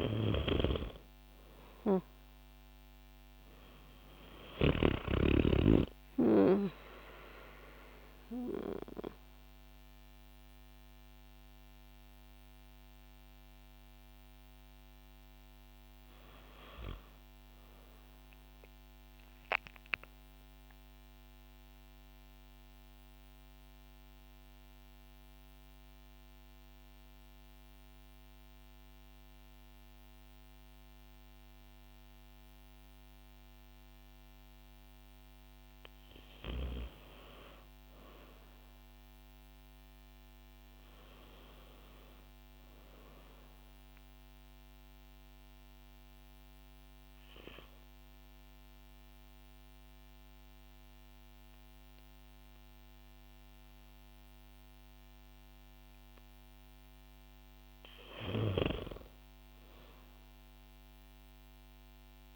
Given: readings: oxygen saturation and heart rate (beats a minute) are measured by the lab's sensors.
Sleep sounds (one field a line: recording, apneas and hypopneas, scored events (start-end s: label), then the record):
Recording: breathing in sleep by a microphone on the trachea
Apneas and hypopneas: 2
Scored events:
4.00-8.00 s: arousal
8.00-26.00 s: oxygen desaturation (device-marked, oxygen 94% before, 91% lowest, heart rate 61 before, 61 extreme)
19.50-35.00 s: mixed apnea (oxygen 95% before, 92% lowest, heart rate 65 before, 60 extreme, up 1 after)
36.00-39.50 s: arousal
43.50-57.00 s: obstructive apnea (oxygen 98% before, 93% lowest, heart rate 65 before, 60 extreme, up 4 after)
44.00-52.00 s: oxygen desaturation (device-marked, oxygen 97% before, 93% lowest, heart rate 65 before, 60 extreme)
59.00-62.00 s: arousal
From the record:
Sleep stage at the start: N2 (light sleep)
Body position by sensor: on the back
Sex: female